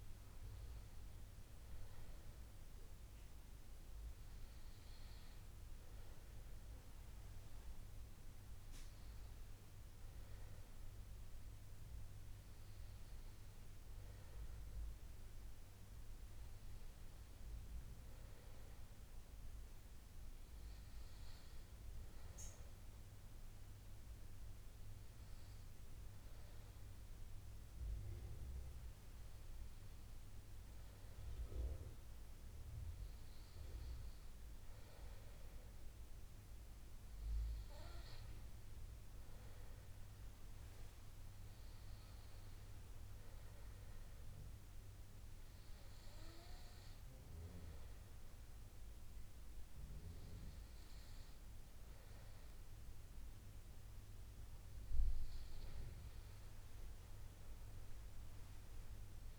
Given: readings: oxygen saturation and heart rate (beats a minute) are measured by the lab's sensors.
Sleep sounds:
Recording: breathing in sleep, hard to hear, by a room microphone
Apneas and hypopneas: 1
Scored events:
0.00-1.50 s: arousal
23.00-34.00 s: hypopnea (oxygen 96% before, 92% lowest, heart rate 79 before, 76 extreme, up 3 after)
38.00-41.50 s: arousal
39.50-59.39 s: oxygen desaturation (device-marked, oxygen 95% before, 92% lowest, heart rate 78 before, 75 extreme)
From the record:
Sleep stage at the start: N2 (light sleep)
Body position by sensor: on the back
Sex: male

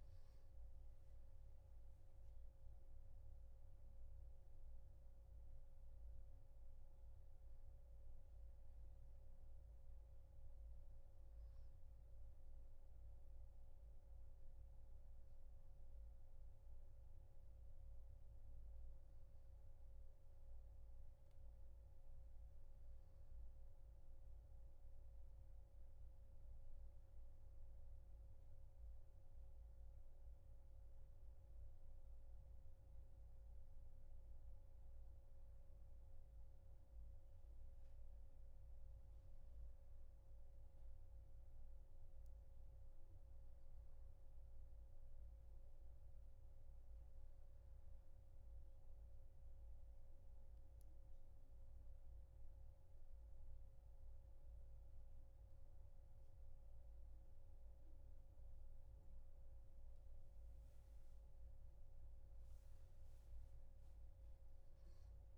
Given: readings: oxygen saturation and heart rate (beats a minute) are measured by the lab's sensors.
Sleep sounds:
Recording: a person awake in a sleep study, hard to hear, by a room microphone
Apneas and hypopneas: none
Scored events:
none scored
From the record:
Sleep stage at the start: awake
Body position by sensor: on the back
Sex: male

